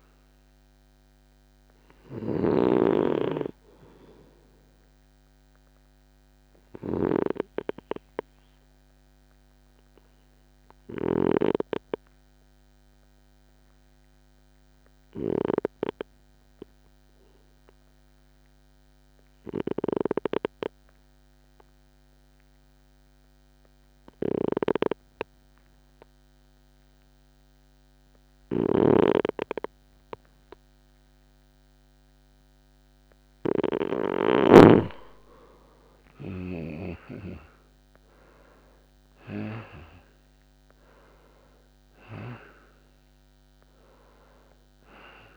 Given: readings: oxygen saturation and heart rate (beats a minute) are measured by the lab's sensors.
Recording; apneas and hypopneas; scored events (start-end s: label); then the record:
breathing in sleep by a microphone on the trachea; 1
6.00-32.50 s: obstructive apnea (oxygen 97% before, 89% lowest, heart rate 56 before, 54 extreme, up 10 after)
28.00-34.50 s: snoring (device-marked)
34.00-39.00 s: arousal
35.50-45.37 s: oxygen desaturation (device-marked, oxygen 96% before, 89% lowest, heart rate 58 before, 53 extreme)
From the record:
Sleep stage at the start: N2 (light sleep); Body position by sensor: on the right side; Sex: male